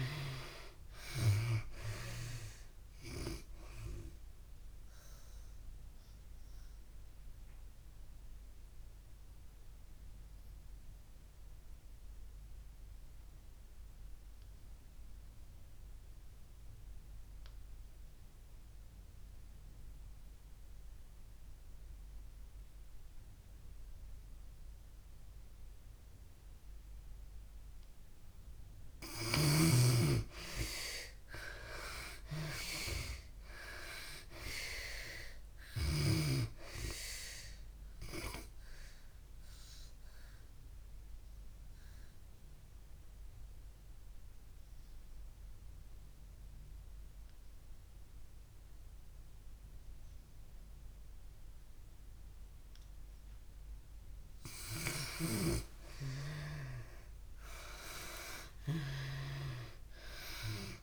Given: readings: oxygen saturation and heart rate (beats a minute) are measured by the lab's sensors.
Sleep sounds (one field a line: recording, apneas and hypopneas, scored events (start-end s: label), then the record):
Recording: breathing in sleep by a room microphone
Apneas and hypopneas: 2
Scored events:
0.00-26.50 s: oxygen desaturation (device-marked, oxygen 62% lowest)
4.00-28.00 s: obstructive apnea (oxygen 95% before, 62% lowest)
28.50-59.50 s: oxygen desaturation (device-marked, oxygen 95% before, 65% lowest)
31.50-34.50 s: arousal
38.50-54.00 s: obstructive apnea (oxygen 95% before, 65% lowest)
57.00-60.50 s: arousal
From the record:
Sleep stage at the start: N2 (light sleep)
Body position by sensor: on the back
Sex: female